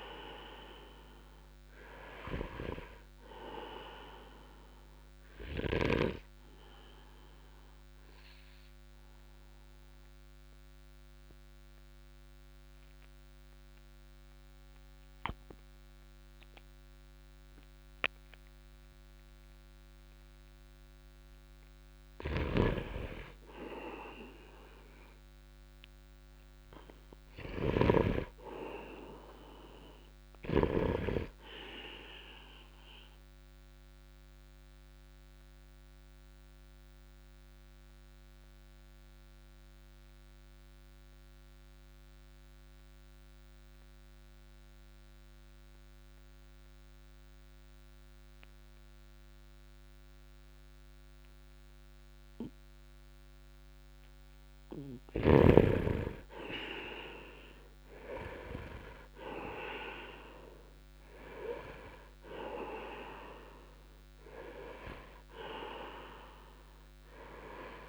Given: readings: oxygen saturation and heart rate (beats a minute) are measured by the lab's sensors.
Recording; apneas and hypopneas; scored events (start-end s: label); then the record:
breathing in sleep by a microphone on the trachea; 2
0.00-12.50 s: oxygen desaturation (device-marked, oxygen 88% lowest, heart rate 61 extreme)
4.50-20.50 s: obstructive apnea (oxygen 97% before, 88% lowest, heart rate 64 before, 61 extreme)
22.00-26.00 s: arousal
22.50-31.00 s: snoring (device-marked)
32.50-49.50 s: oxygen desaturation (device-marked, oxygen 98% before, 89% lowest, heart rate 66 before, 56 extreme)
33.00-54.50 s: obstructive apnea (oxygen 98% before, 87% lowest, heart rate 66 before, 56 extreme, up 2 after)
55.00-59.00 s: arousal
65.50-67.89 s: oxygen desaturation (device-marked, oxygen 96% before, 87% lowest, heart rate 60 before, 54 extreme)
From the record:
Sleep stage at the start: N2 (light sleep); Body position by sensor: on the right side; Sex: male